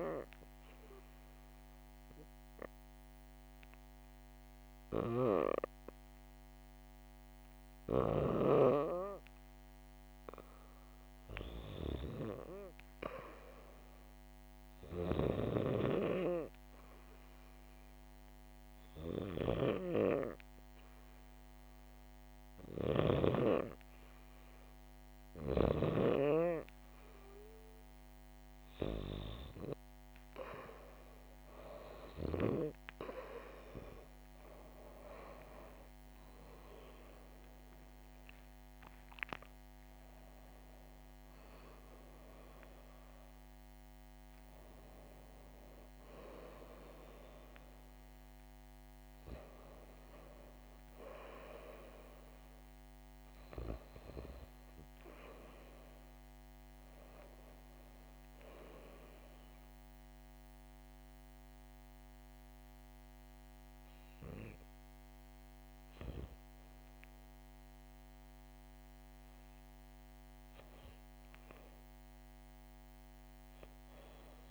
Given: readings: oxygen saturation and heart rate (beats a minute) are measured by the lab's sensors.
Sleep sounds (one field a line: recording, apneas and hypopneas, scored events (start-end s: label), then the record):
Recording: breathing in sleep by a microphone on the trachea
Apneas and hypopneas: 1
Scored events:
0.00-16.00 s: oxygen desaturation (device-marked, oxygen 90% lowest, heart rate 66 extreme)
2.00-12.00 s: obstructive apnea (oxygen 97% before, 90% lowest, heart rate 66 before, 66 extreme, up 2 after)
15.50-19.50 s: arousal
40.00-44.50 s: arousal
From the record:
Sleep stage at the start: REM sleep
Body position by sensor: on the back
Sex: female